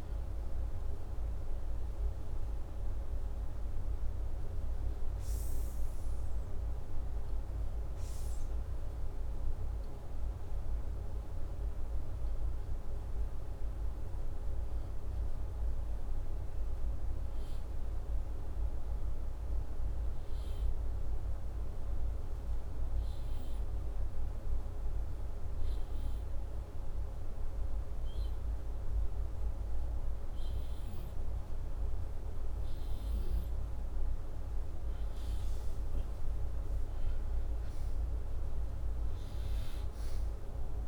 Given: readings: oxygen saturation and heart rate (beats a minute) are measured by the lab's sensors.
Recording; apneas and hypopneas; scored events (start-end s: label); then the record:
breathing in sleep, hard to hear, by a room microphone; 1
5.50-16.50 s: hypopnea (oxygen 95% before, 91% lowest, heart rate 88 before, 80 extreme, up 2 after)
16.50-19.50 s: arousal
From the record:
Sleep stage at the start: N2 (light sleep); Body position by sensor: upright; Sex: male